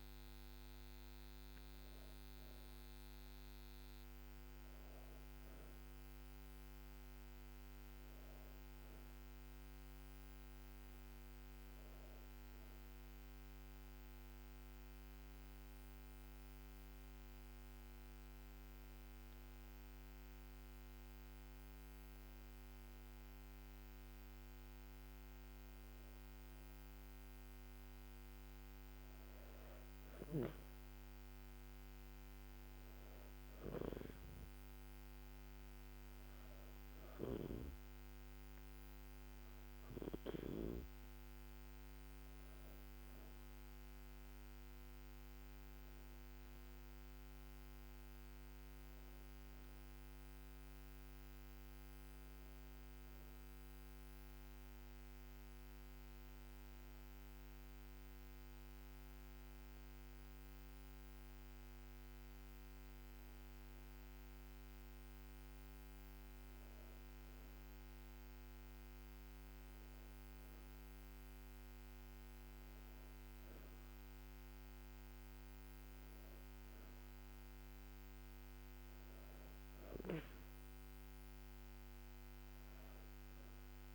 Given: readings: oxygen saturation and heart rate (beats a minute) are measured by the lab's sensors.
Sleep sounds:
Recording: breathing in sleep, hard to hear, by a microphone on the trachea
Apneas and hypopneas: 2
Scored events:
0.00-1.00 s: arousal
16.00-29.50 s: hypopnea (oxygen 98% before, 95% lowest, heart rate 73 before, 71 extreme, up 4 after)
33.50-38.50 s: arousal
53.00-64.00 s: hypopnea (oxygen 98% before, 95% lowest, heart rate 75 before, 72 extreme, up 3 after)
66.50-71.00 s: arousal
From the record:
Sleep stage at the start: N2 (light sleep)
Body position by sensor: on the back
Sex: female

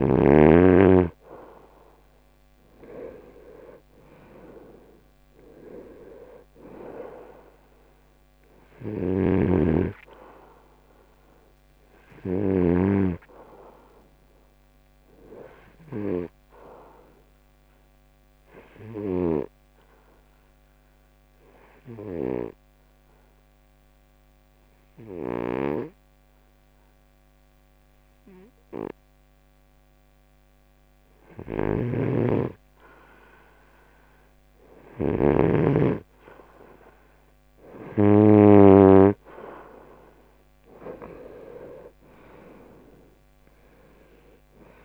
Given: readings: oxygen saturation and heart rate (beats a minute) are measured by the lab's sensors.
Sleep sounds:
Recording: breathing in sleep by a microphone on the trachea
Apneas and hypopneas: 1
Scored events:
0.00-1.00 s: snoring (device-marked)
8.50-34.50 s: oxygen desaturation (device-marked, oxygen 94% before, 90% lowest, heart rate 71 before, 68 extreme)
21.50-33.50 s: obstructive apnea (oxygen 96% before, 88% lowest, heart rate 76 before, 68 extreme, up 1 after)
36.50-41.50 s: arousal
From the record:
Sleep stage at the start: N2 (light sleep)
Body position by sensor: on the right side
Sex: male

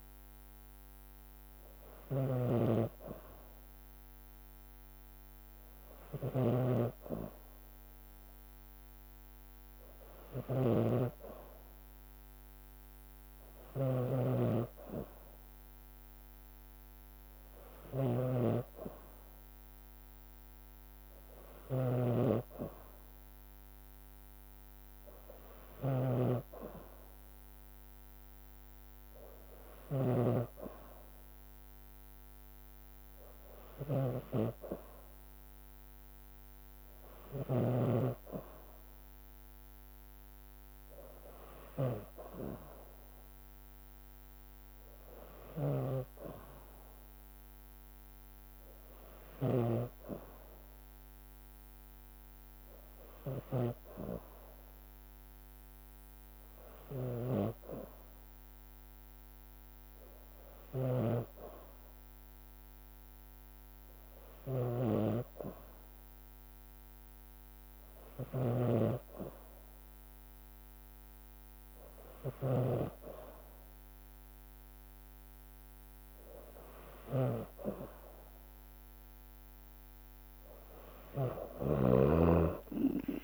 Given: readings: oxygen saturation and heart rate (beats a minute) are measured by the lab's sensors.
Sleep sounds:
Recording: breathing in sleep by a microphone on the trachea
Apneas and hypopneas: none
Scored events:
0.00-37.50 s: snoring (device-marked)
45.50-49.50 s: snoring (device-marked)
57.00-82.00 s: snoring (device-marked)
From the record:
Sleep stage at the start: N2 (light sleep)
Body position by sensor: on the back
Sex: female

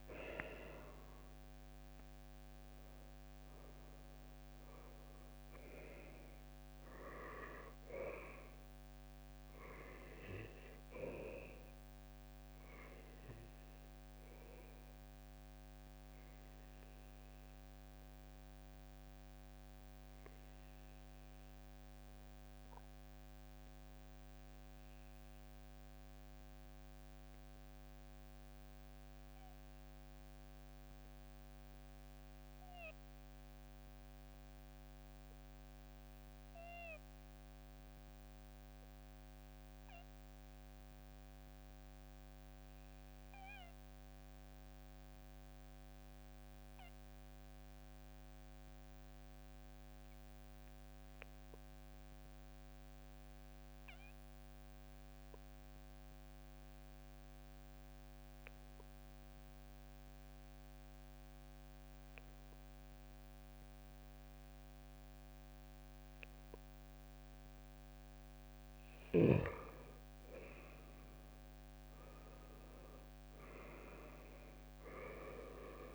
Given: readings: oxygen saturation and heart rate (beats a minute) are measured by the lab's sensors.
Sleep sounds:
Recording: breathing in sleep by a microphone on the trachea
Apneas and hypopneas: 1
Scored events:
0.00-13.00 s: oxygen desaturation (device-marked, oxygen 93% lowest, heart rate 61 extreme)
21.50-68.00 s: obstructive apnea (oxygen 95% before, 91% lowest, heart rate 63 before, 62 extreme, up 9 after)
22.00-33.00 s: oxygen desaturation (device-marked, oxygen 95% before, 91% lowest, heart rate 63 before, 65 extreme)
60.00-75.95 s: oxygen desaturation (device-marked, oxygen 98% before, 93% lowest, heart rate 68 before, 61 extreme)
70.50-74.00 s: arousal
From the record:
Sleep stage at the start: N2 (light sleep)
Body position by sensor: on the right side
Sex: male

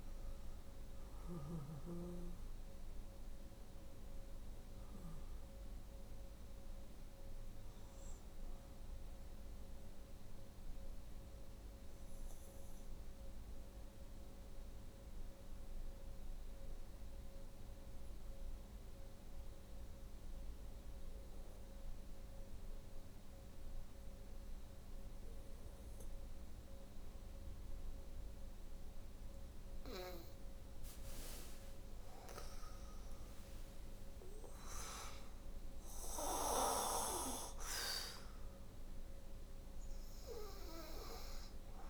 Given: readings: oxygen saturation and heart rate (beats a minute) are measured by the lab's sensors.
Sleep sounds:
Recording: breathing in sleep by a room microphone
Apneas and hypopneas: 1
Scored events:
0.00-31.00 s: oxygen desaturation (device-marked, oxygen 85% lowest, heart rate 54 extreme)
8.50-30.00 s: obstructive apnea (oxygen 97% before, 82% lowest, heart rate 75 before, 54 extreme, up 7 after)
33.50-38.00 s: arousal
39.00-41.90 s: oxygen desaturation (device-marked, oxygen 97% before, 82% lowest, heart rate 63 before, 59 extreme)
From the record:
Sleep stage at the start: N2 (light sleep)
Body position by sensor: on the back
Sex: female

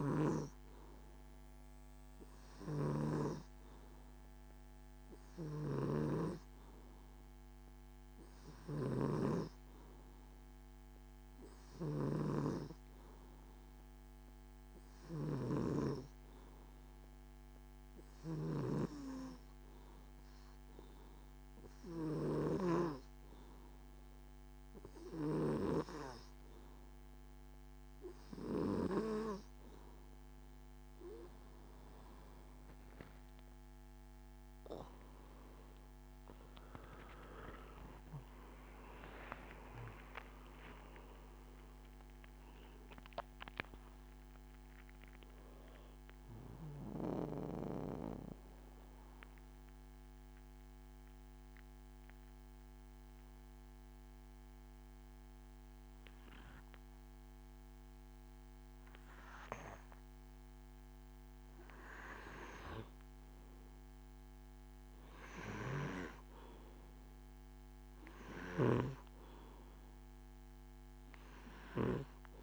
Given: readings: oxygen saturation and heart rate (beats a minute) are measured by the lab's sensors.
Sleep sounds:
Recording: breathing in sleep by a microphone on the trachea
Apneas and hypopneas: 1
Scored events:
37.50-42.50 s: arousal
47.50-61.00 s: obstructive apnea (oxygen 94% before, 93% lowest, heart rate 83 before, 65 extreme, up 9 after)
62.00-67.00 s: arousal
69.50-72.43 s: oxygen desaturation (device-marked, oxygen 100% before, 93% lowest, heart rate 72 before, 66 extreme)
From the record:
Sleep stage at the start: N2 (light sleep)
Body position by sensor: on the back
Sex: male

